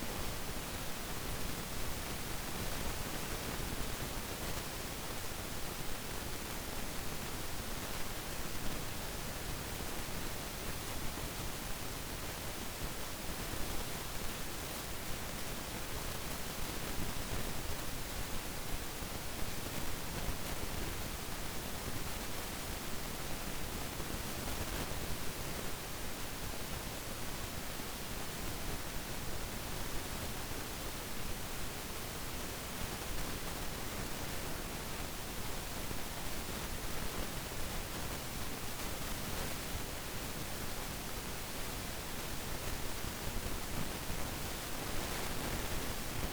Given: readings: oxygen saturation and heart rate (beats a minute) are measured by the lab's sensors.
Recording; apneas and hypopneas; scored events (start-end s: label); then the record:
breathing in sleep, hard to hear, by a microphone on the trachea; 1
3.50-41.00 s: hypopnea (oxygen 96% before, 92% lowest, heart rate 54 before, 48 extreme, up 4 after)
From the record:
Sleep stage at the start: N2 (light sleep); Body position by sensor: on the back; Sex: male